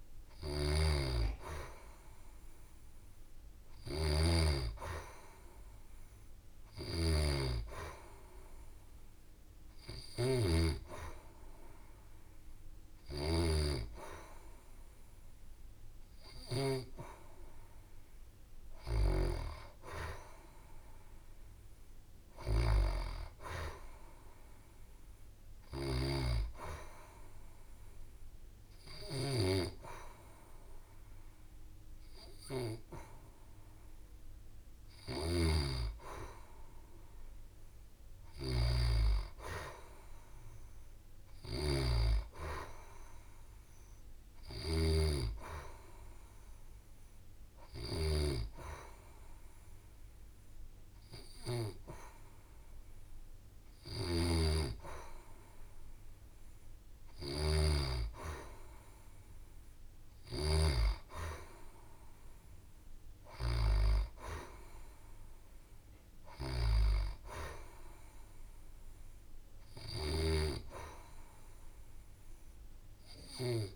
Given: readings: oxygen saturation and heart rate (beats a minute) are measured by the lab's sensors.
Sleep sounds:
breathing in sleep by a room microphone; none
10.50-18.50 s: oxygen desaturation (device-marked, oxygen 94% before, 91% lowest, heart rate 70 before, 70 extreme)
From the record:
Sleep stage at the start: N2 (light sleep); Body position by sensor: on the back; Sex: female

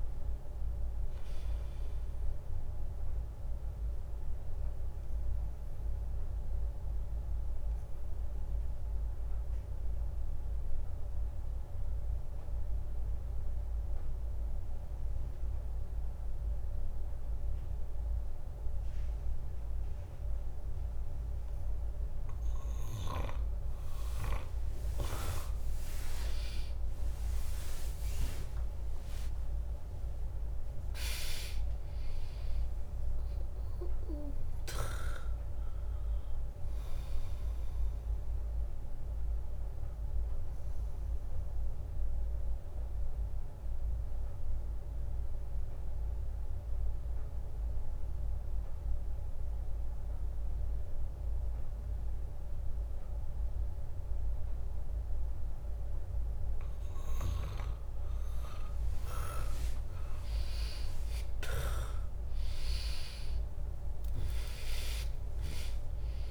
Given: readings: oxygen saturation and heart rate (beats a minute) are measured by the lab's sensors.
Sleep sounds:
breathing in sleep by a room microphone; 2
0.00-4.50 s: drop in pulse transit time (device-marked, heart rate 60 extreme)
0.00-16.50 s: oxygen desaturation (device-marked, oxygen 95% lowest, heart rate 61 extreme)
2.50-22.00 s: obstructive apnea (oxygen 99% before, 95% lowest, heart rate 65 before, 61 extreme, up 5 after)
26.50-38.50 s: drop in pulse transit time (device-marked, heart rate 64 before, 61 extreme)
27.50-33.00 s: arousal
39.00-56.50 s: obstructive apnea (oxygen 99% before, 95% lowest, heart rate 68 before, 61 extreme, up 1 after)
59.50-65.00 s: arousal
61.50-66.31 s: drop in pulse transit time (device-marked, heart rate 64 before, 62 extreme)
From the record:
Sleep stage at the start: N2 (light sleep); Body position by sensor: on the back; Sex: female

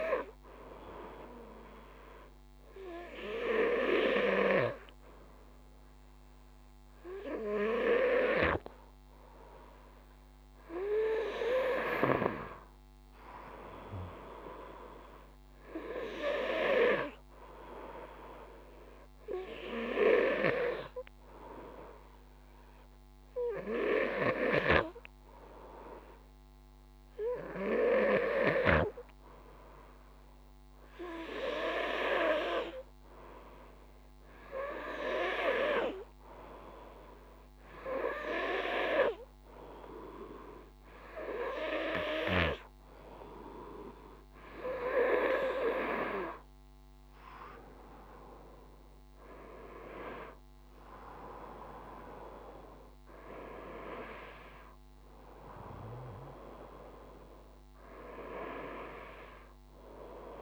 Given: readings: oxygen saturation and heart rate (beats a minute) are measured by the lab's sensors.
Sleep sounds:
breathing in sleep by a microphone on the trachea; 1
16.00-28.50 s: hypopnea (oxygen 96% before, 94% lowest, heart rate 56 before, 53 extreme, up 2 after)
23.50-28.00 s: snoring (device-marked)
32.50-36.50 s: arousal
From the record:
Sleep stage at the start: N2 (light sleep); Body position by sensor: on the back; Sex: male

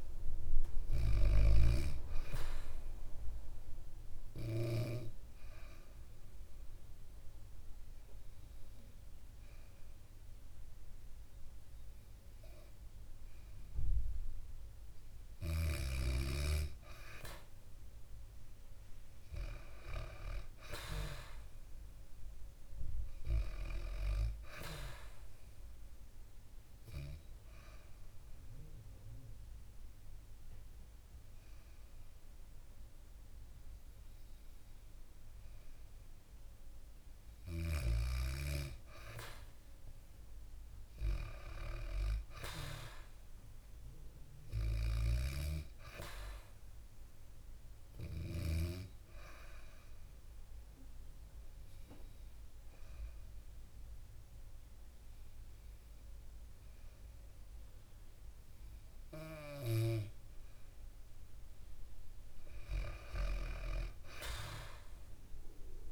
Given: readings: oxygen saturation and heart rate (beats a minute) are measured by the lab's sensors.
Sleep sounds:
breathing in sleep by a room microphone; 3
0.00-14.00 s: oxygen desaturation (device-marked, oxygen 93% lowest, heart rate 57 extreme)
4.50-15.50 s: hypopnea (oxygen 96% before, 93% lowest, heart rate 62 before, 57 extreme, up 2 after)
18.00-22.00 s: arousal
26.00-36.50 s: obstructive apnea (oxygen 97% before, 92% lowest, heart rate 63 before, 57 extreme, up 11 after)
28.00-32.00 s: bradycardia (device-marked, heart rate 67 before, 59 extreme)
40.00-44.00 s: arousal
45.00-57.00 s: oxygen desaturation (device-marked, oxygen 97% before, 94% lowest, heart rate 64 before, 58 extreme)
47.50-61.00 s: hypopnea (oxygen 97% before, 92% lowest, heart rate 64 before, 57 extreme, up 1 after)
From the record:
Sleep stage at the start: N2 (light sleep); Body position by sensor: on the back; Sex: female

